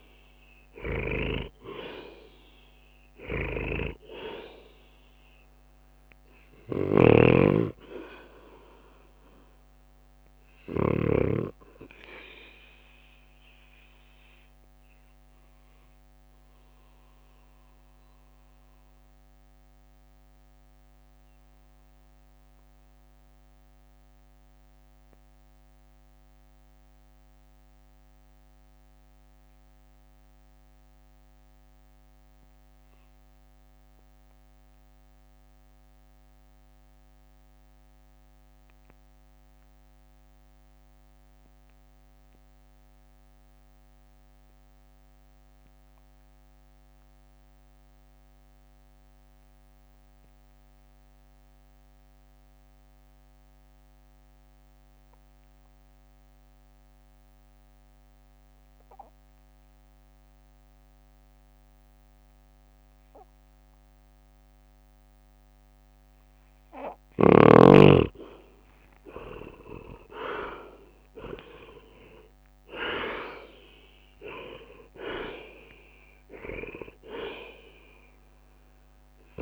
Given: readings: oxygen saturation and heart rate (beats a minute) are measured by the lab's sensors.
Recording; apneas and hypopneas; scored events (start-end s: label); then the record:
breathing in sleep by a microphone on the trachea; 1
0.00-16.50 s: drop in pulse transit time (device-marked, heart rate 56 extreme)
13.00-65.50 s: obstructive apnea (oxygen 98% before, 83% lowest, heart rate 60 before, 53 extreme, up 16 after)
27.50-34.50 s: oxygen desaturation (device-marked, oxygen 96% before, 93% lowest, heart rate 56 before, 53 extreme)
38.50-48.50 s: drop in pulse transit time (device-marked, heart rate 54 before, 53 extreme)
60.50-79.41 s: oxygen desaturation (device-marked, oxygen 98% before, 87% lowest, heart rate 54 before, 55 extreme)
68.50-73.50 s: arousal
70.00-72.00 s: leg movement (device-marked)
70.50-79.41 s: drop in pulse transit time (device-marked, heart rate 55 before, 59 extreme)
From the record:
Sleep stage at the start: N2 (light sleep); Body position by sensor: on the right side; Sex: male